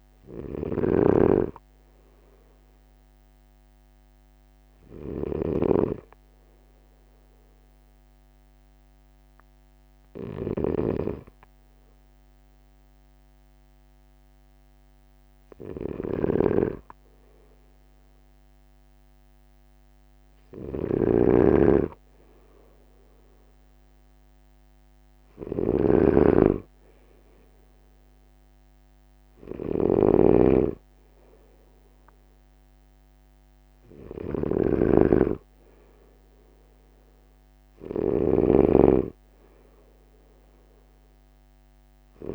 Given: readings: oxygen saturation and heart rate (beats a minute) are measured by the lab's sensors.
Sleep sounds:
breathing in sleep by a microphone on the trachea; 1
0.00-42.35 s: snoring (device-marked)
4.00-19.50 s: obstructive apnea (oxygen 95% before, 93% lowest, heart rate 47 before, 45 extreme, up 4 after)
22.00-27.00 s: arousal
From the record:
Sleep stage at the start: N2 (light sleep); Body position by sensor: on the right side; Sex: male

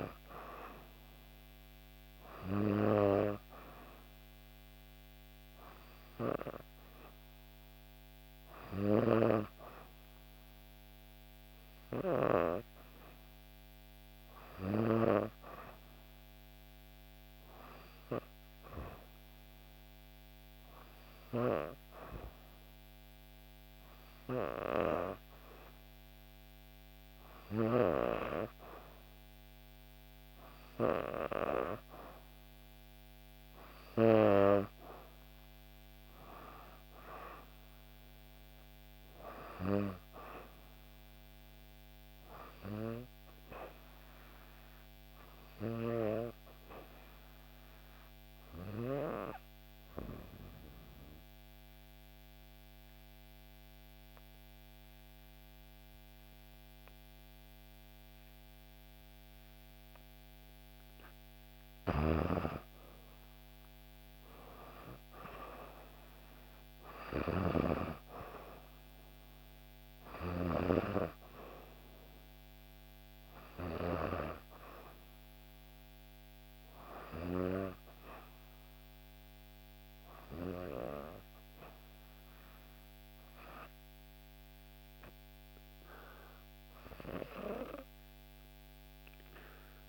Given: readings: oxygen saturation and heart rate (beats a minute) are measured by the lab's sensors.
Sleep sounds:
breathing in sleep by a microphone on the trachea; 1
0.50-19.50 s: oxygen desaturation (device-marked, oxygen 94% before, 91% lowest, heart rate 65 before, 64 extreme)
48.00-60.50 s: obstructive apnea (oxygen 96% before, 91% lowest, heart rate 66 before, 63 extreme, up 3 after)
63.00-66.50 s: arousal
70.50-85.50 s: oxygen desaturation (device-marked, oxygen 95% before, 91% lowest, heart rate 65 before, 63 extreme)
From the record:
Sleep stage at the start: N2 (light sleep); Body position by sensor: on the back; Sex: female

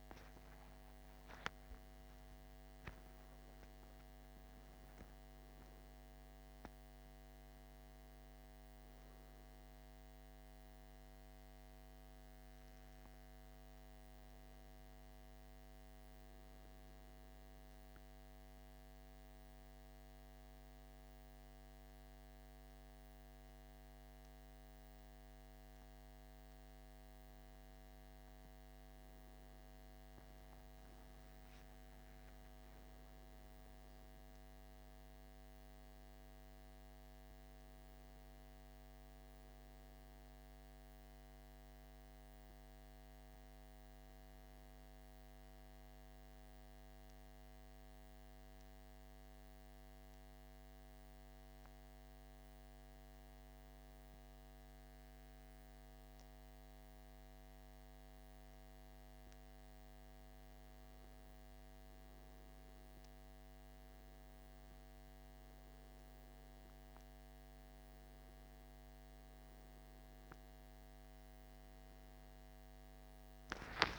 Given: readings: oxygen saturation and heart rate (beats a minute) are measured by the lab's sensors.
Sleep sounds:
a person partly awake in a sleep study, hard to hear, by a microphone on the trachea; 1
13.00-73.00 s: new sleep stage, N1 (lightest sleep)
47.50-60.00 s: hypopnea (oxygen 97% before, 95% lowest, heart rate 85 before, 77 extreme, up 4 after)
73.00-73.99 s: new sleep stage, awake
From the record:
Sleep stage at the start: awake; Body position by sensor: on the back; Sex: male

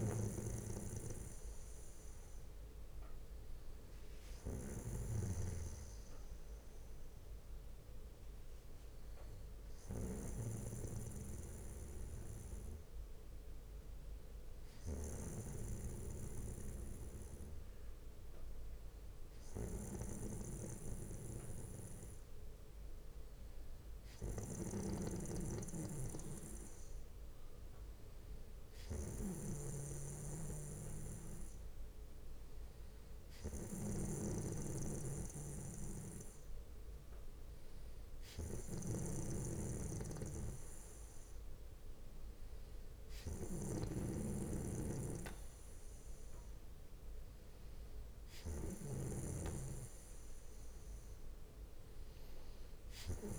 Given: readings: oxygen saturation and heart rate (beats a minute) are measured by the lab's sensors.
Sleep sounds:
breathing in sleep by a room microphone; none
13.00-15.00 s: bradycardia (device-marked, heart rate 65 before, 62 extreme)
37.00-39.00 s: bradycardia (device-marked, heart rate 65 before, 62 extreme)
40.00-42.00 s: bradycardia (device-marked, heart rate 65 before, 58 extreme)
From the record:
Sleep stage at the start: N2 (light sleep); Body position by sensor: on the back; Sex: male

